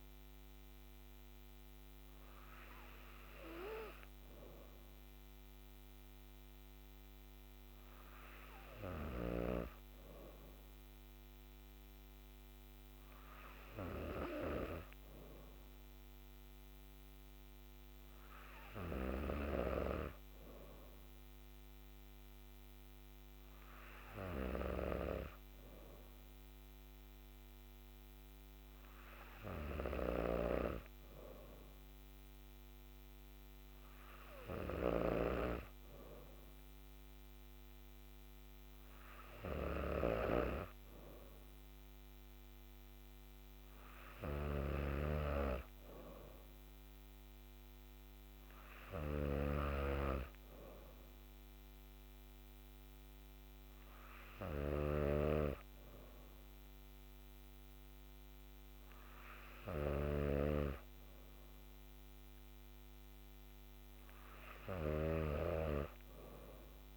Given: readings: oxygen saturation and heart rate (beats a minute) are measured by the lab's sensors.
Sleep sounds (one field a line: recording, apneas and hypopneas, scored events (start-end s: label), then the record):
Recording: breathing in sleep by a microphone on the trachea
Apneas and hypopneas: none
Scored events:
59.50-66.97 s: snoring (device-marked)
From the record:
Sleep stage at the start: N2 (light sleep)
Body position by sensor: on the back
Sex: female